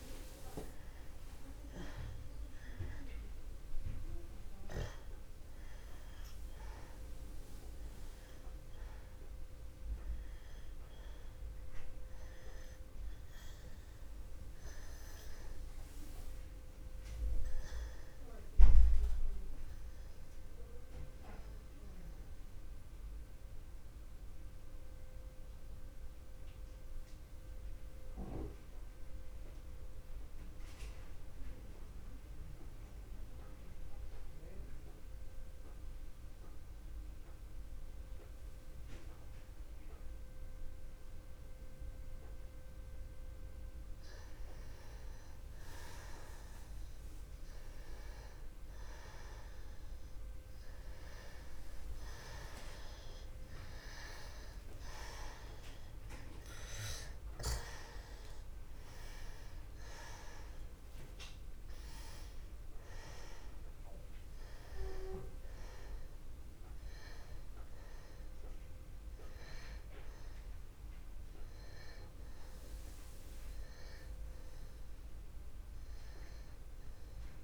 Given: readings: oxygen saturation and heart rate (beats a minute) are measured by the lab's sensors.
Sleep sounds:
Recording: breathing in sleep by a room microphone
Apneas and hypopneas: 1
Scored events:
0.00-29.00 s: oxygen desaturation (device-marked, oxygen 96% before, 89% lowest, heart rate 61 before, 61 extreme)
17.00-21.00 s: arousal
24.00-45.00 s: mixed apnea (oxygen 96% before, 86% lowest, heart rate 61 before, 60 extreme, up 0 after)
46.50-50.50 s: arousal
55.00-77.44 s: oxygen desaturation (device-marked, oxygen 96% before, 86% lowest, heart rate 61 before, 60 extreme)
From the record:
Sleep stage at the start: N2 (light sleep)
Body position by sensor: on the back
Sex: male

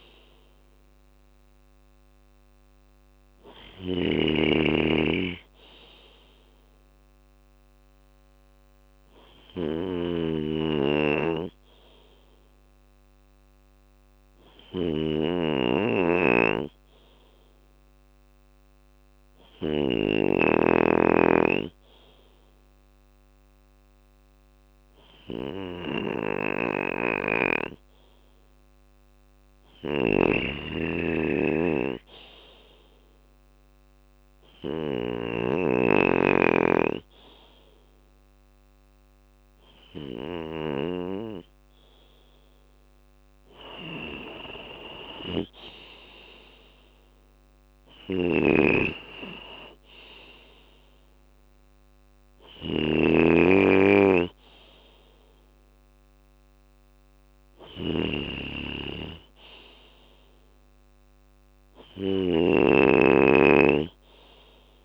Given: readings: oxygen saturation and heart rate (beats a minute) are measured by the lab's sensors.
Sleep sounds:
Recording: breathing in sleep by a microphone on the trachea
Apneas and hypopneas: 1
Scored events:
3.00-19.00 s: snoring (device-marked)
9.00-39.50 s: hypopnea (oxygen 97% before, 92% lowest, heart rate 63 before, 59 extreme, up 6 after)
26.00-40.00 s: snoring (device-marked)
41.50-45.50 s: arousal
43.00-57.00 s: drop in pulse transit time (device-marked, heart rate 62 before, 59 extreme)
45.00-58.00 s: oxygen desaturation (device-marked, oxygen 95% before, 92% lowest, heart rate 62 before, 59 extreme)
47.00-64.85 s: snoring (device-marked)
From the record:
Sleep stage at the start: N2 (light sleep)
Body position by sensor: on the left side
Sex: male

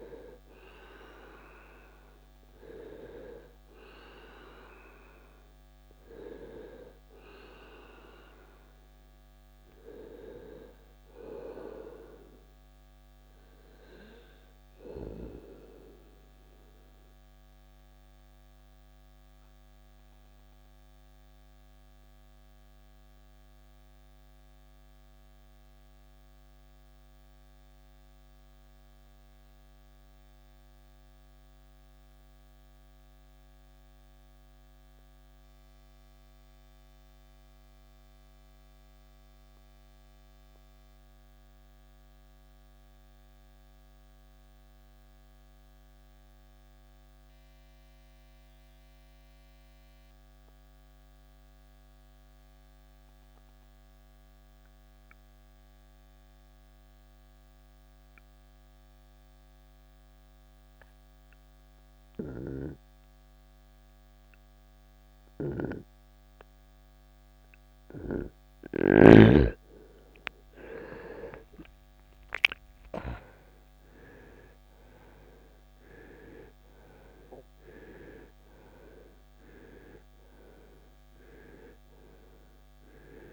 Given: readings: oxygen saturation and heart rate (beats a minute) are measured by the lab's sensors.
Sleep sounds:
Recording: breathing in sleep by a microphone on the trachea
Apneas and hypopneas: 1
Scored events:
0.00-29.50 s: oxygen desaturation (device-marked, oxygen 79% lowest, heart rate 54 extreme)
15.50-69.50 s: mixed apnea (oxygen 93% before, 79% lowest, heart rate 83 before, 49 extreme, up 26 after)
50.50-83.33 s: new sleep stage, N2 (light sleep)
57.50-83.33 s: oxygen desaturation (device-marked, oxygen 98% before, 79% lowest, heart rate 61 before, 49 extreme)
70.50-75.00 s: arousal
From the record:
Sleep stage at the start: REM sleep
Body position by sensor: on the right side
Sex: male

